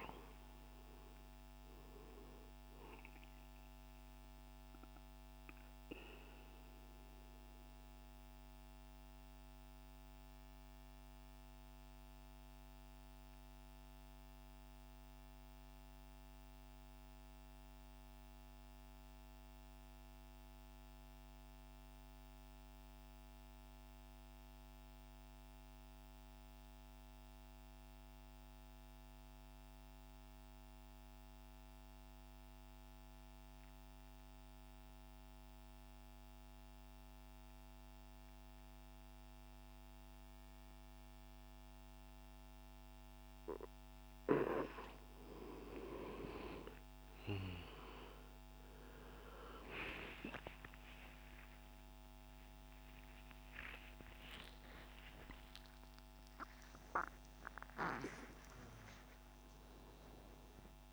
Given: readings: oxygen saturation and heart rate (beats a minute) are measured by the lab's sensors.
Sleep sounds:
a person partly awake in a sleep study, by a microphone on the trachea; 1
0.00-14.50 s: oxygen desaturation (device-marked, oxygen 89% lowest)
3.50-44.00 s: mixed apnea (oxygen 97% before, 89% lowest, heart rate 110 before, 78 extreme, up 27 after)
37.50-60.93 s: oxygen desaturation (device-marked, oxygen 98% before, 89% lowest, heart rate 113 before, 60 extreme)
43.50-60.93 s: new sleep stage, awake
From the record:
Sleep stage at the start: N2 (light sleep); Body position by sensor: on the right side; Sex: male

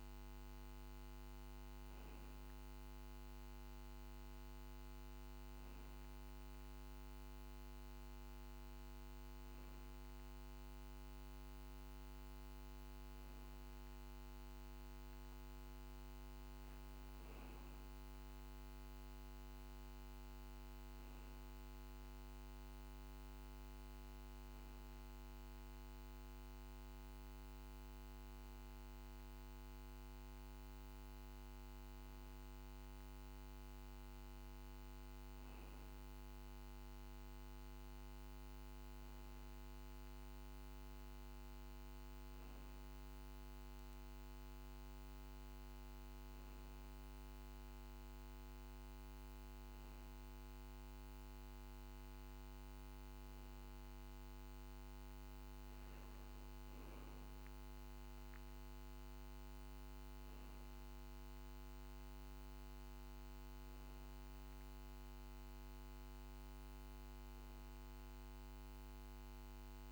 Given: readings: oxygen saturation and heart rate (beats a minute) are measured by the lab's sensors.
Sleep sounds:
breathing in sleep, hard to hear, by a microphone on the trachea; none
none scored
From the record:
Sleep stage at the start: N2 (light sleep); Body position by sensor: on the back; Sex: male

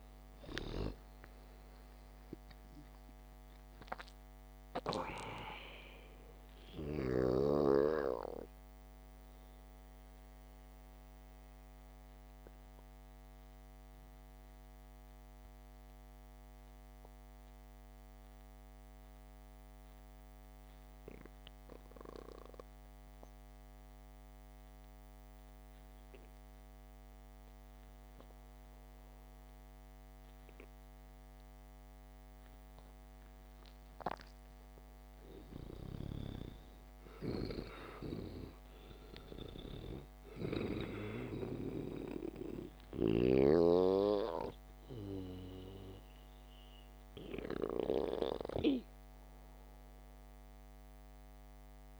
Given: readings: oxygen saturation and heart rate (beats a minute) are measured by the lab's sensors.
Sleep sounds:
breathing in sleep by a microphone on the trachea; 1
0.00-1.50 s: snoring (device-marked)
0.00-14.00 s: oxygen desaturation (device-marked, oxygen 91% lowest, heart rate 67 extreme)
15.00-35.00 s: mixed apnea (oxygen 98% before, 89% lowest, heart rate 72 before, 67 extreme, up 6 after)
16.00-25.00 s: oxygen desaturation (device-marked, oxygen 94% before, 91% lowest, heart rate 72 before, 67 extreme)
36.50-40.50 s: arousal
38.00-52.00 s: oxygen desaturation (device-marked, oxygen 98% before, 89% lowest, heart rate 74 before, 66 extreme)
From the record:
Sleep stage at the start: N2 (light sleep); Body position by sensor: on the back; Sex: male

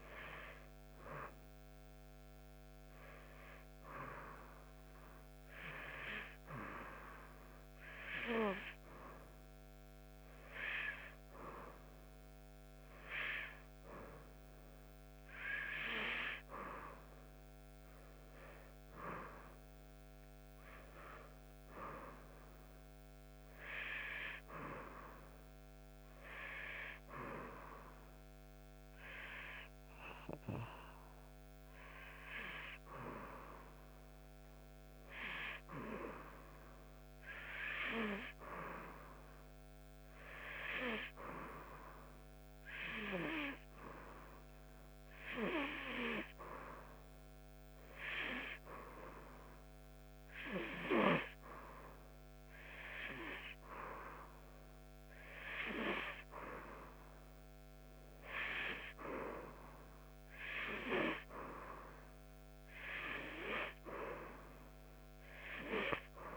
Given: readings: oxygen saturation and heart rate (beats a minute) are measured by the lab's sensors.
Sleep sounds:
breathing in sleep by a microphone on the trachea; 1
42.00-54.00 s: hypopnea (oxygen 89% before, 86% lowest)
57.00-60.50 s: arousal
From the record:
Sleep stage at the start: N2 (light sleep); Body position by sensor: on the right side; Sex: female

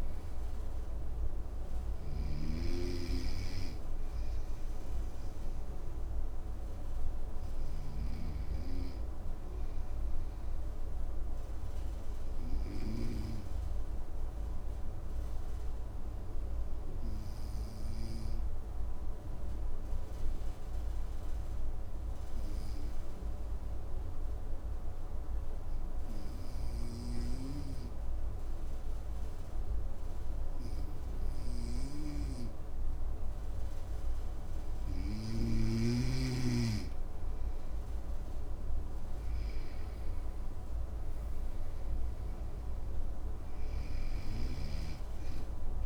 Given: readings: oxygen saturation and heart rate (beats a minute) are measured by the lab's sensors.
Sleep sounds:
breathing in sleep by a room microphone; 1
0.00-7.50 s: snoring (device-marked)
0.00-18.00 s: oxygen desaturation (device-marked, oxygen 93% lowest, heart rate 53 extreme)
5.50-35.00 s: obstructive apnea (oxygen 98% before, 93% lowest, heart rate 57 before, 53 extreme, up 8 after)
36.50-41.50 s: arousal
From the record:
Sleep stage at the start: N2 (light sleep); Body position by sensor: on the right side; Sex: male

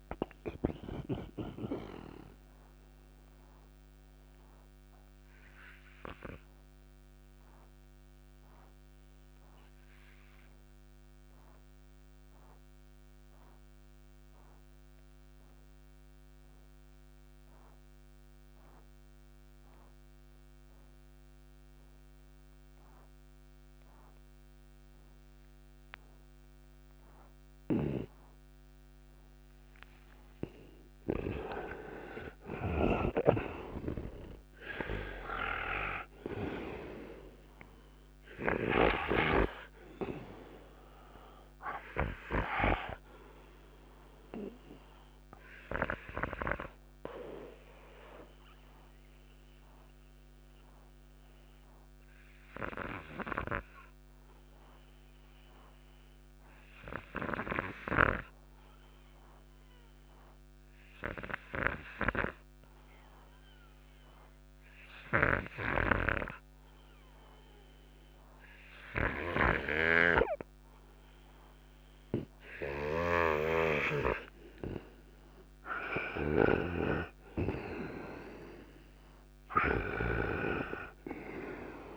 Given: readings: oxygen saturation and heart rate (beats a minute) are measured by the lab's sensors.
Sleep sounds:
breathing in sleep by a microphone on the trachea; 2
0.00-18.50 s: oxygen desaturation (device-marked, oxygen 86% lowest, heart rate 57 extreme)
3.50-29.50 s: obstructive apnea (oxygen 98% before, 86% lowest, heart rate 72 before, 57 extreme, up 16 after)
27.50-31.50 s: snoring (device-marked)
30.00-34.00 s: arousal
33.50-57.50 s: oxygen desaturation (device-marked, oxygen 98% before, 88% lowest, heart rate 60 before, 58 extreme)
43.00-73.00 s: obstructive apnea (oxygen 98% before, 88% lowest, heart rate 64 before, 58 extreme, up 13 after)
69.50-81.97 s: snoring (device-marked)
72.50-81.97 s: oxygen desaturation (device-marked, oxygen 97% before, 88% lowest, heart rate 61 before, 56 extreme)
74.00-78.00 s: arousal
From the record:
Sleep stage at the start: N2 (light sleep); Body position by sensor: on the right side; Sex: male

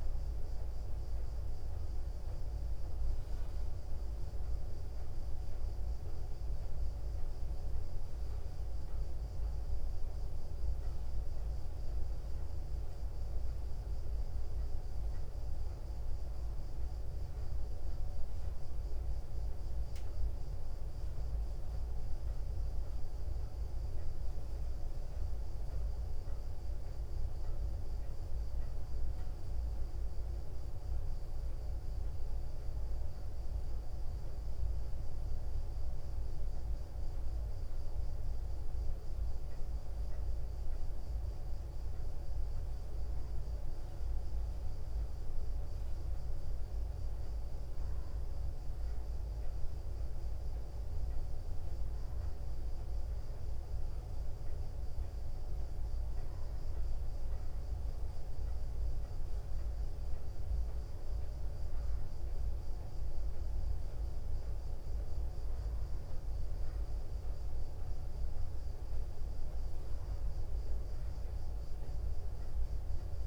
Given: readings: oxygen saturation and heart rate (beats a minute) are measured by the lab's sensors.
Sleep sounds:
breathing in sleep, hard to hear, by a room microphone; none
none scored
From the record:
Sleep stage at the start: N2 (light sleep); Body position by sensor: on the back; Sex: female

